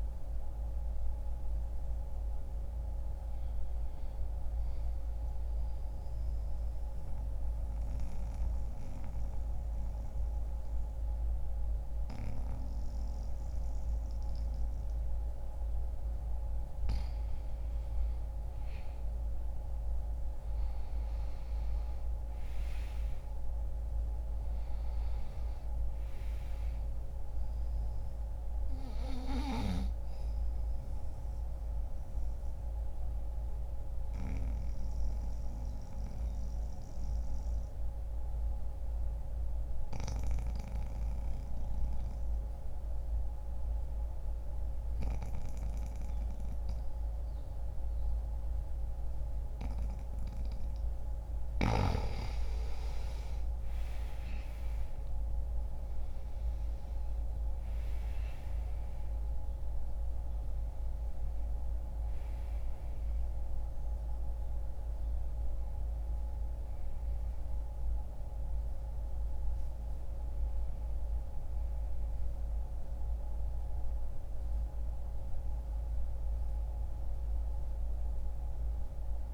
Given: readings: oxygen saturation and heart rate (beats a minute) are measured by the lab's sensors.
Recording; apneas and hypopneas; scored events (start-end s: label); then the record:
breathing in sleep, hard to hear, by a room microphone; 2
5.00-15.50 s: mixed apnea (oxygen 95% before, 88% lowest, heart rate 66 before, 61 extreme, up 3 after)
17.50-22.00 s: arousal
25.00-46.00 s: oxygen desaturation (device-marked, oxygen 95% before, 88% lowest, heart rate 66 before, 61 extreme)
30.50-50.00 s: mixed apnea (oxygen 95% before, 88% lowest, heart rate 65 before, 61 extreme, up 1 after)
51.50-56.50 s: arousal
58.00-69.00 s: oxygen desaturation (device-marked, oxygen 95% before, 90% lowest, heart rate 63 before, 62 extreme)
From the record:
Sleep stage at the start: N2 (light sleep); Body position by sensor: on the back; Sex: male